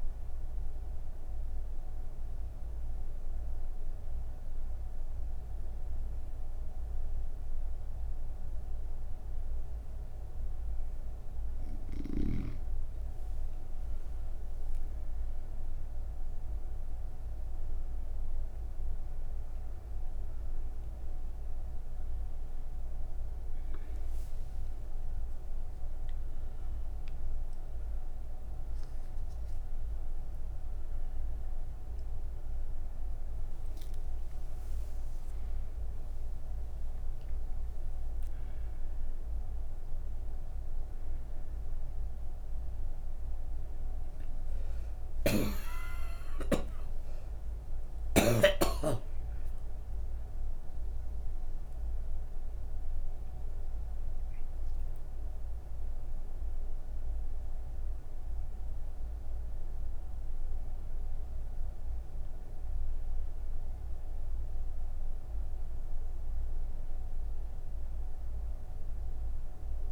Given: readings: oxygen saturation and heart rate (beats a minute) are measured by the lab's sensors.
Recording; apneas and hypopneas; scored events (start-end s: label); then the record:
breathing in sleep, hard to hear, by a room microphone; none
15.00-34.00 s: oxygen desaturation (device-marked, oxygen 98% before, 90% lowest)
52.00-69.91 s: oxygen desaturation (device-marked, oxygen 93% before, 88% lowest)
From the record:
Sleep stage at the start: N3 (deep sleep); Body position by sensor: on the right side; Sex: female